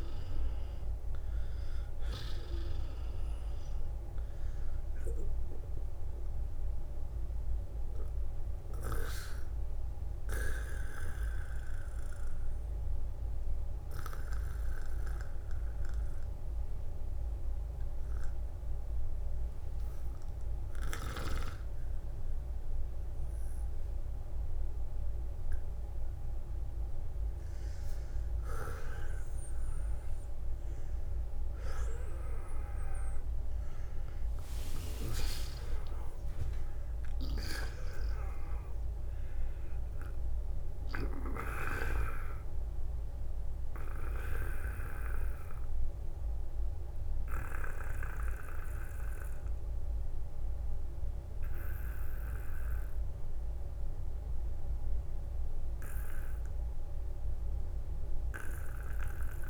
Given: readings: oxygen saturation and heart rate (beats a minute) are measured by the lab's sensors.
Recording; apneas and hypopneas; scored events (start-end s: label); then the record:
breathing in sleep by a room microphone; 1
0.00-5.00 s: oxygen desaturation (device-marked, oxygen 91% lowest, heart rate 57 extreme)
5.00-27.00 s: hypopnea (oxygen 96% before, 82% lowest, heart rate 77 before, 46 extreme, up 4 after)
11.00-30.00 s: oxygen desaturation (device-marked, oxygen 92% before, 82% lowest, heart rate 78 before, 46 extreme)
27.50-29.50 s: long interval between heartbeats (device-marked, heart rate 61 before, 62 extreme)
31.00-36.50 s: arousal
35.00-37.00 s: long interval between heartbeats (device-marked, heart rate 59 before, 72 extreme)
50.00-59.50 s: oxygen desaturation (device-marked, oxygen 96% before, 90% lowest, heart rate 62 before, 41 extreme)
54.00-56.00 s: long interval between heartbeats (device-marked, heart rate 61 before, 54 extreme)
From the record:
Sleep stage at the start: N2 (light sleep); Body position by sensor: on the back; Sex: male